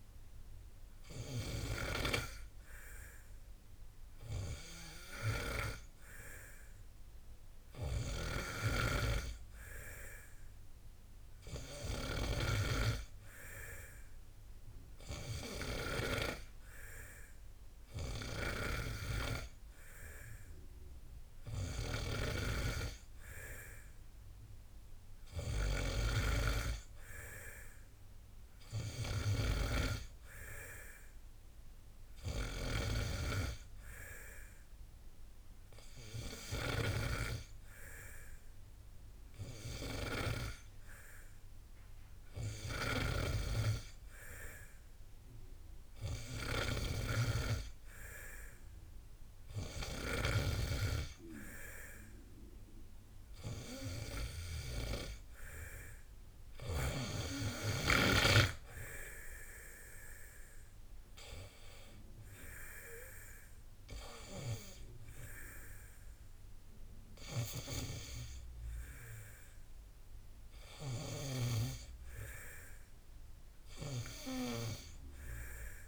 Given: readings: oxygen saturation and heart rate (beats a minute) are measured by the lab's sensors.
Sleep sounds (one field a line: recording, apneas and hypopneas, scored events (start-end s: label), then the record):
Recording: breathing in sleep by a room microphone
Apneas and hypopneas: none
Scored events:
none scored
From the record:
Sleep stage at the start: N2 (light sleep)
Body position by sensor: on the back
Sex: male